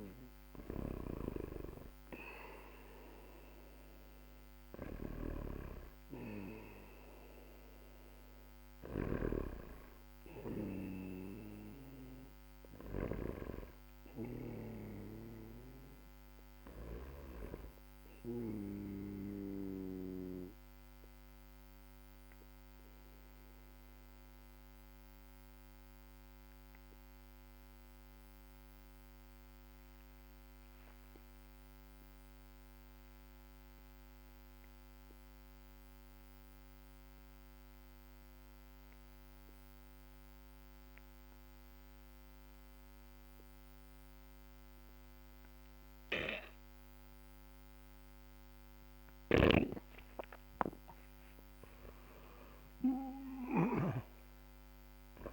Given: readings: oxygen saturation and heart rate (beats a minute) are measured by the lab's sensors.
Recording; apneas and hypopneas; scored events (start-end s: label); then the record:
breathing in sleep by a microphone on the trachea; 1
0.00-20.00 s: snoring (device-marked)
5.00-26.00 s: oxygen desaturation (device-marked, oxygen 97% before, 93% lowest, heart rate 56 before, 48 extreme)
18.50-48.50 s: obstructive apnea (oxygen 97% before, 91% lowest, heart rate 55 before, 43 extreme, up 17 after)
49.00-53.50 s: snoring (device-marked)
49.50-53.50 s: arousal
From the record:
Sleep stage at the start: N2 (light sleep); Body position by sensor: on the back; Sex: male